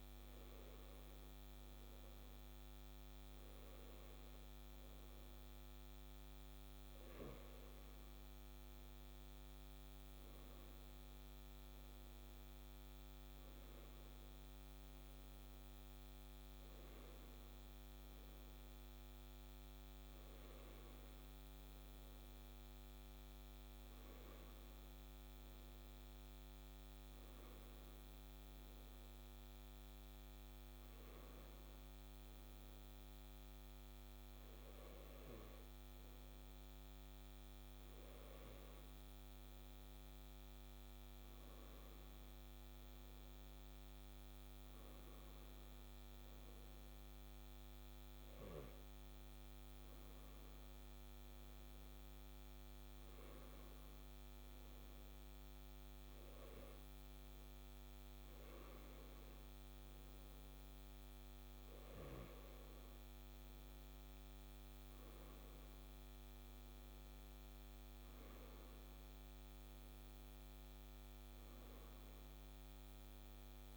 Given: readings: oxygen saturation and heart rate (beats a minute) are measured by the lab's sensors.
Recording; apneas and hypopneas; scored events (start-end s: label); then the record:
a person awake in a sleep study, hard to hear, by a microphone on the trachea; none
none scored
From the record:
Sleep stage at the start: awake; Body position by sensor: on the left side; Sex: male